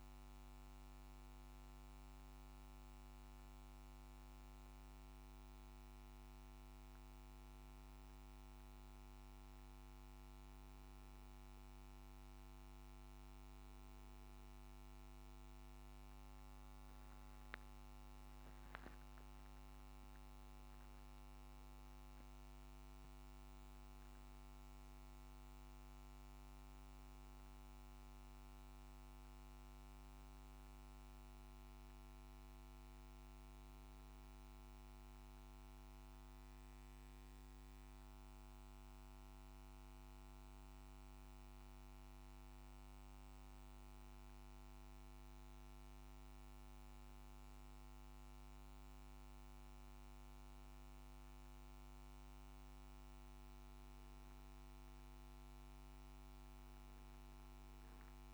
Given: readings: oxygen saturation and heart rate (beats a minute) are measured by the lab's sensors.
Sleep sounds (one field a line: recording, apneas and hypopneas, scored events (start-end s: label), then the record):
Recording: breathing in sleep, hard to hear, by a microphone on the trachea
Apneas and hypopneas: none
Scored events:
17.50-21.50 s: arousal
From the record:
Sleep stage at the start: N1 (lightest sleep)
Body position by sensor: on the back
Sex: male